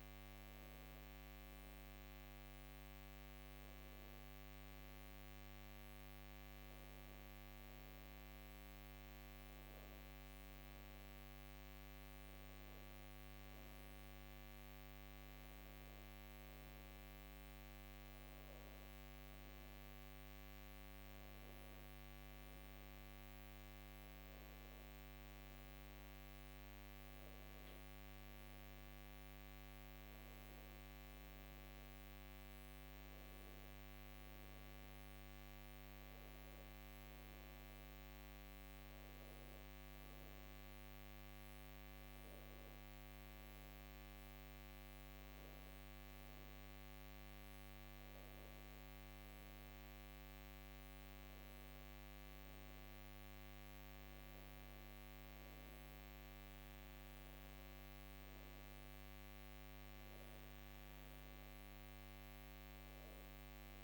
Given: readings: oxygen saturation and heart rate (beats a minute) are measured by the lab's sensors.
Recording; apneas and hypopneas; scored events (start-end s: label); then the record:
breathing in sleep, hard to hear, by a microphone on the trachea; none
none scored
From the record:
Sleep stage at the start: N2 (light sleep); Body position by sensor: on the back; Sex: female